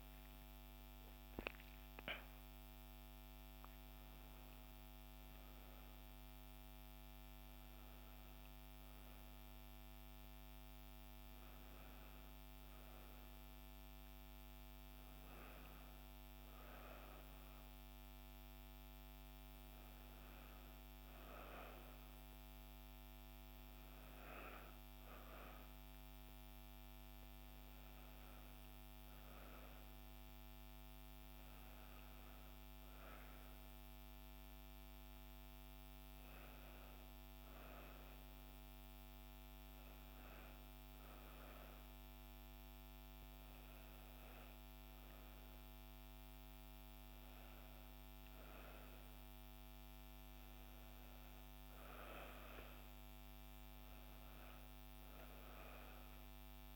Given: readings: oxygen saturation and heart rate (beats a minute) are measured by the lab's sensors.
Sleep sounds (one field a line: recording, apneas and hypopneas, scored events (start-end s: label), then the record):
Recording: a person awake in a sleep study, hard to hear, by a microphone on the trachea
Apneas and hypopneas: none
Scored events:
none scored
From the record:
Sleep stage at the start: awake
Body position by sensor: on the back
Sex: female